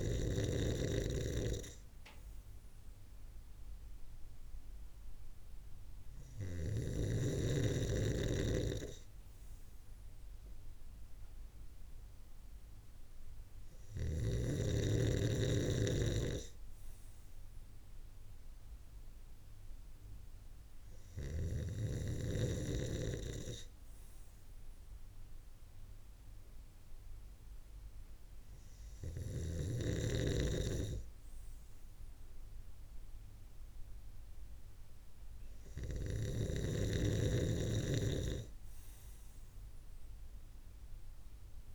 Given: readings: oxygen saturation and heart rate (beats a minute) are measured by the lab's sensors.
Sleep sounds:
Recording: breathing in sleep by a room microphone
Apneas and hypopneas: none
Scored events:
none scored
From the record:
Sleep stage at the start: N2 (light sleep)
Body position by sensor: on the right side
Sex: male

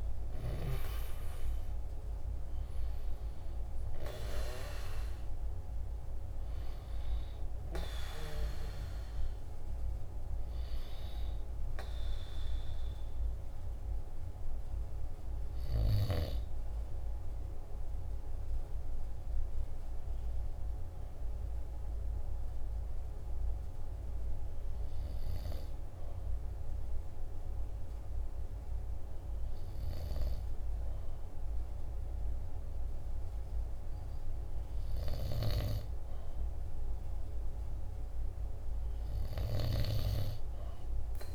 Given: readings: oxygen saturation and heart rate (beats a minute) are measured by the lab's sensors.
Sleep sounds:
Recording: breathing in sleep by a room microphone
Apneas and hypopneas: 1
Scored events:
0.00-2.00 s: arousal
17.00-29.50 s: hypopnea (oxygen 95% before, 94% lowest, heart rate 49 before, 46 extreme, up 1 after)
32.50-36.50 s: arousal
From the record:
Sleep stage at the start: N2 (light sleep)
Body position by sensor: on the back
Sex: male

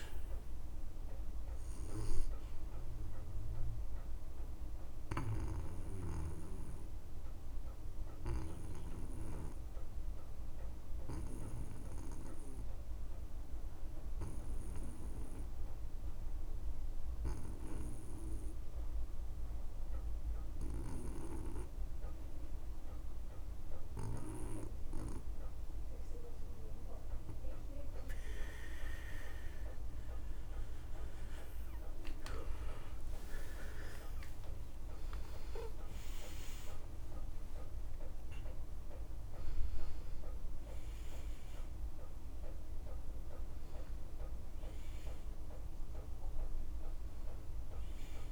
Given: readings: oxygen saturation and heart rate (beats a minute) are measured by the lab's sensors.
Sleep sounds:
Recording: breathing in sleep by a room microphone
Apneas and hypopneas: 1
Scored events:
0.00-21.00 s: oxygen desaturation (device-marked, oxygen 86% lowest)
4.50-27.00 s: obstructive apnea (oxygen 97% before, 80% lowest)
29.00-48.32 s: oxygen desaturation (device-marked, oxygen 94% before, 80% lowest)
34.00-38.50 s: arousal
From the record:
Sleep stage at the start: N2 (light sleep)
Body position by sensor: on the back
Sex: male

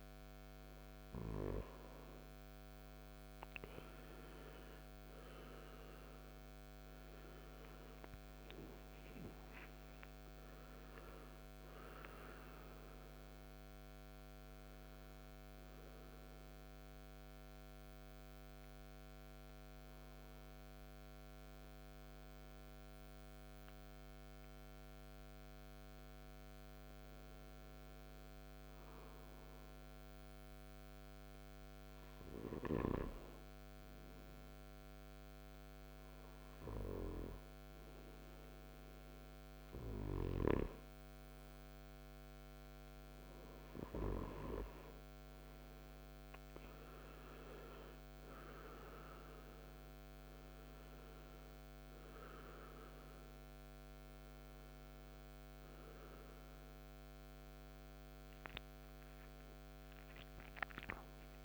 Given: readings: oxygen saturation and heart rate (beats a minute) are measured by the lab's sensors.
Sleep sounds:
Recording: breathing in sleep by a microphone on the trachea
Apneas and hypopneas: 1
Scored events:
3.50-8.50 s: arousal
8.00-28.00 s: oxygen desaturation (device-marked, oxygen 98% before, 94% lowest, heart rate 58 before, 55 extreme)
16.50-32.50 s: hypopnea (oxygen 98% before, 94% lowest, heart rate 66 before, 55 extreme, up 5 after)
35.00-39.00 s: arousal
53.00-61.45 s: new sleep stage, N1 (lightest sleep)
57.50-61.45 s: arousal
From the record:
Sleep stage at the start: N2 (light sleep)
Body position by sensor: on the right side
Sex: male

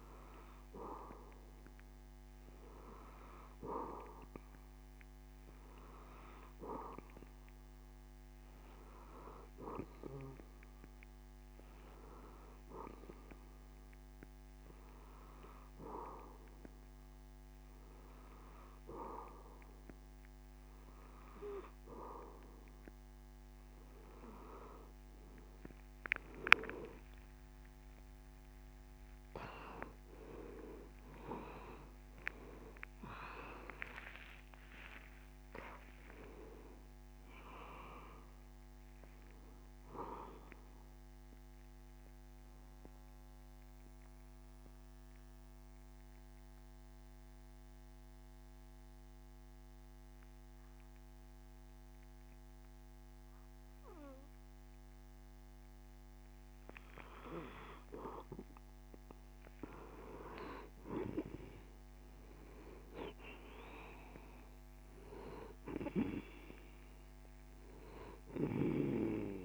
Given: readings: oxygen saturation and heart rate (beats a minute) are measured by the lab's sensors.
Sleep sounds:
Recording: breathing in sleep by a microphone on the trachea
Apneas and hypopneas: 1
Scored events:
28.50-34.50 s: arousal
42.50-57.50 s: obstructive apnea (oxygen 94% before, 92% lowest)
62.50-66.50 s: arousal
From the record:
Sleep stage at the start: N2 (light sleep)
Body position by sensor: on the back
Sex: male

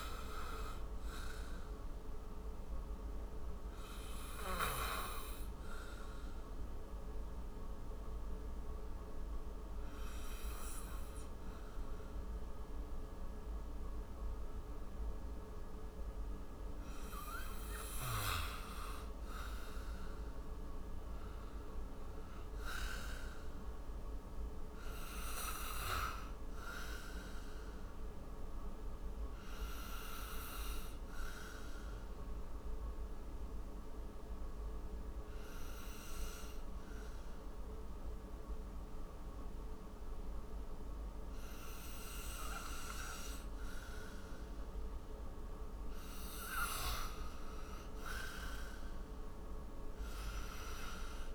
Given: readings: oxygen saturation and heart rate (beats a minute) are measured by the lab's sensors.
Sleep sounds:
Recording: breathing in sleep by a room microphone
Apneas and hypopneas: 2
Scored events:
2.50-19.00 s: obstructive apnea (oxygen 99% before, 92% lowest, heart rate 76 before, 51 extreme, up 12 after)
20.00-23.50 s: arousal
26.00-42.00 s: oxygen desaturation (device-marked, oxygen 97% before, 93% lowest, heart rate 56 before, 56 extreme)
29.00-45.00 s: obstructive apnea (oxygen 98% before, 92% lowest, heart rate 56 before, 56 extreme, up 9 after)
48.00-51.00 s: arousal
50.00-51.34 s: oxygen desaturation (device-marked, oxygen 97% before, 92% lowest, heart rate 59 before, 56 extreme)
From the record:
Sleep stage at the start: N2 (light sleep)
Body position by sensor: on the right side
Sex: male

